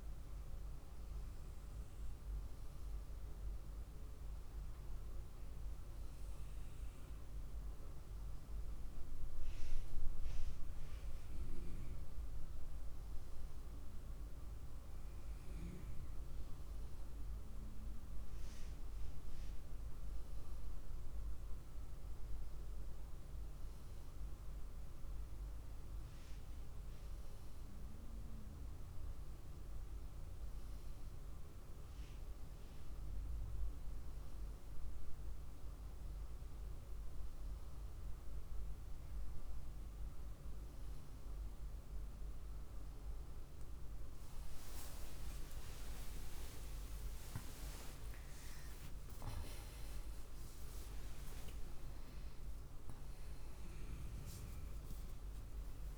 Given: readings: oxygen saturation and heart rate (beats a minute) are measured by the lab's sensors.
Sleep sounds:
a person partly awake in a sleep study, hard to hear, by a room microphone; none
41.00-55.98 s: new sleep stage, awake
From the record:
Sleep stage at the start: N1 (lightest sleep); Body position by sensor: on the right side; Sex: female

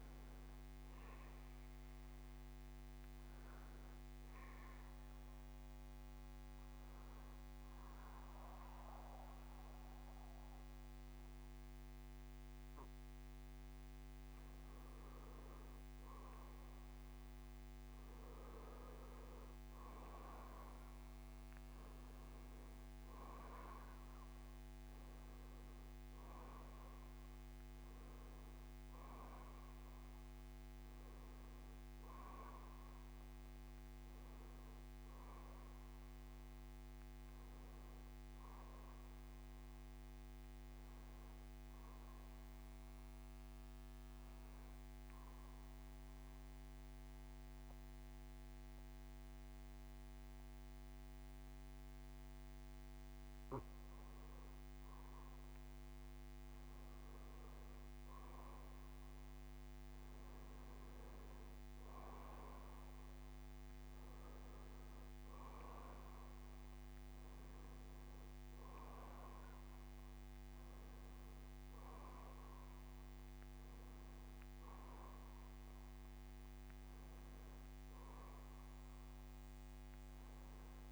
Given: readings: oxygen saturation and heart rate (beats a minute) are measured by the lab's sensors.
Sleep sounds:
breathing in sleep, hard to hear, by a microphone on the trachea; 2
2.50-14.00 s: hypopnea (oxygen 93% before, 88% lowest, heart rate 70 before, 56 extreme, up 19 after)
5.00-8.00 s: bradycardia (device-marked, heart rate 69 before, 64 extreme)
14.00-40.00 s: oxygen desaturation (device-marked, oxygen 92% before, 88% lowest, heart rate 66 before, 56 extreme)
16.00-20.00 s: arousal
29.00-31.00 s: bradycardia (device-marked, heart rate 69 before, 67 extreme)
43.50-53.50 s: central apnea (oxygen 93% before, 88% lowest, heart rate 69 before, 64 extreme, up 12 after)
60.00-80.00 s: oxygen desaturation (device-marked, oxygen 93% before, 88% lowest, heart rate 68 before, 65 extreme)
74.00-80.92 s: new sleep stage, awake
From the record:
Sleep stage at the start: N2 (light sleep); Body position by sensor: on the back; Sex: male

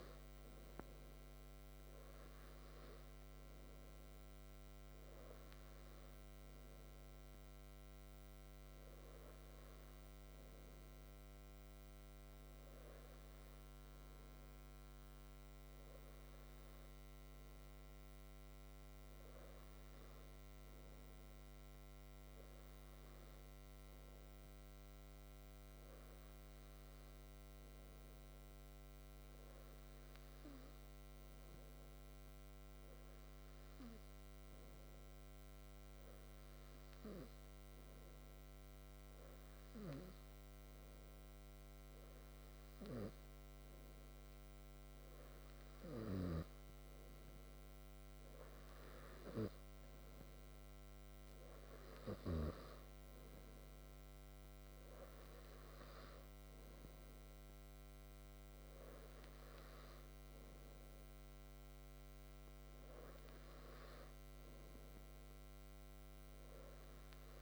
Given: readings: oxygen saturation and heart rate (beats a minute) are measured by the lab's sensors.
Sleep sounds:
breathing in sleep, hard to hear, by a microphone on the trachea; 1
19.50-41.00 s: hypopnea (oxygen 96% before, 94% lowest, heart rate 62 before, 59 extreme, up 0 after)
42.50-46.00 s: arousal
From the record:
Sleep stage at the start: N2 (light sleep); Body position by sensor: on the back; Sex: male

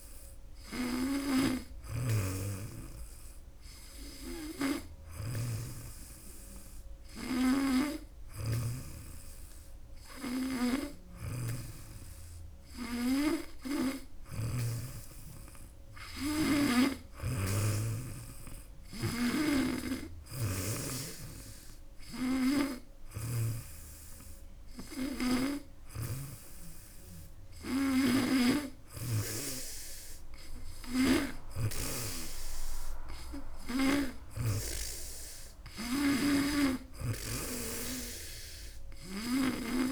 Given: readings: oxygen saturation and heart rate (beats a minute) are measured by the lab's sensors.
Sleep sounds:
breathing in sleep by a room microphone; none
1.00-14.50 s: snoring (device-marked)
19.00-32.00 s: snoring (device-marked)
From the record:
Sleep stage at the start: N2 (light sleep); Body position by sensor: on the back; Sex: female

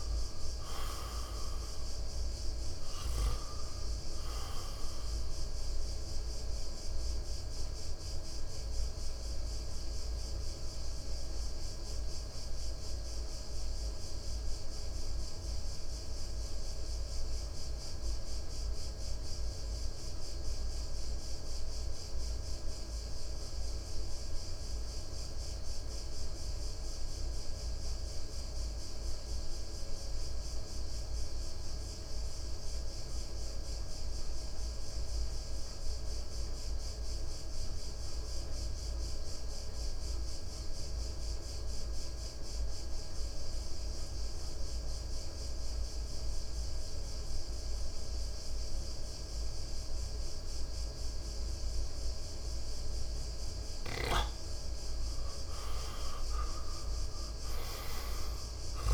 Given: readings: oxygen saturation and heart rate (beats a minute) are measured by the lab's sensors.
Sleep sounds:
breathing in sleep, hard to hear, by a room microphone; 1
0.00-21.50 s: oxygen desaturation (device-marked, oxygen 82% lowest, heart rate 55 extreme)
5.00-54.00 s: mixed apnea (oxygen 95% before, 82% lowest, heart rate 65 before, 55 extreme, up 8 after)
38.50-58.94 s: oxygen desaturation (device-marked, oxygen 98% before, 82% lowest, heart rate 59 before, 56 extreme)
From the record:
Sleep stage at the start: N2 (light sleep); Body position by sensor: on the right side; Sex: male

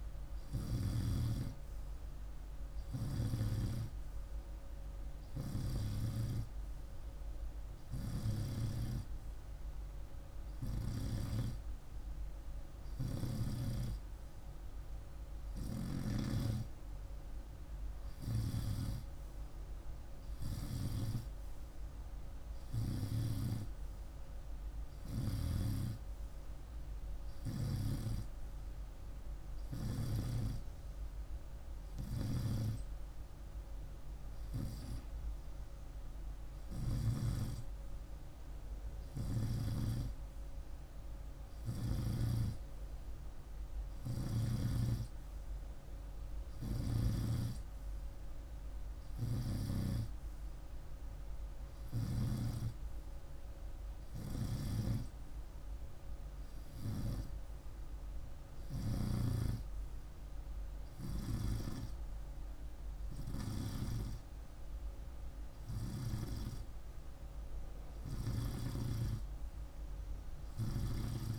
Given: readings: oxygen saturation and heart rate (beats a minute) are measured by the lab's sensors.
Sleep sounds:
breathing in sleep by a room microphone; none
7.50-13.00 s: snoring (device-marked)
20.00-25.00 s: snoring (device-marked)
27.00-36.50 s: snoring (device-marked)
27.50-30.50 s: arousal
53.50-68.00 s: snoring (device-marked)
From the record:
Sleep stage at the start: N2 (light sleep); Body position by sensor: on the right side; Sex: male

